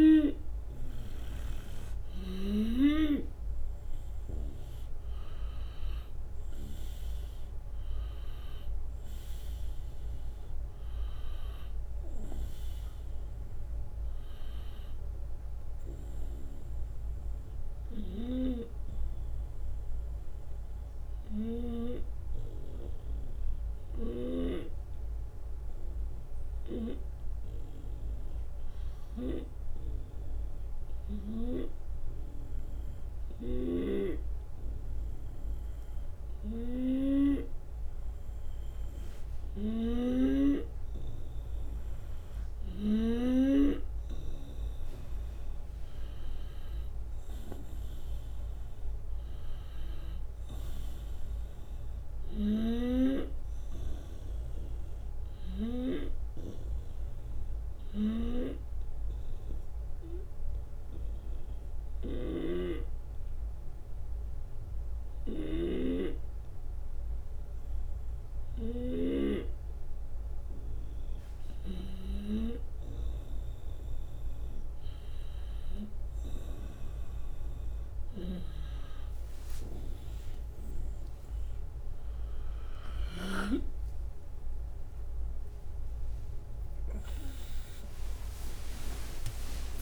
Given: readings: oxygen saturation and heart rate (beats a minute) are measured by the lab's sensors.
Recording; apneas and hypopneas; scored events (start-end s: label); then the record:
breathing in sleep by a room microphone; 2
2.50-20.50 s: oxygen desaturation (device-marked, oxygen 94% before, 88% lowest)
21.00-34.50 s: hypopnea (oxygen 94% before, 90% lowest)
36.50-40.00 s: arousal
41.50-67.50 s: oxygen desaturation (device-marked, oxygen 97% before, 92% lowest)
58.00-71.00 s: obstructive apnea (oxygen 97% before, 91% lowest)
62.00-69.50 s: snoring (device-marked)
68.50-89.82 s: new sleep stage, awake
78.00-83.50 s: snoring (device-marked)
79.50-80.50 s: drop in pulse transit time (device-marked)
87.50-89.82 s: oxygen desaturation (device-marked, oxygen 94% before, 91% lowest)
From the record:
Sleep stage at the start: N2 (light sleep); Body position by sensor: on the right side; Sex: male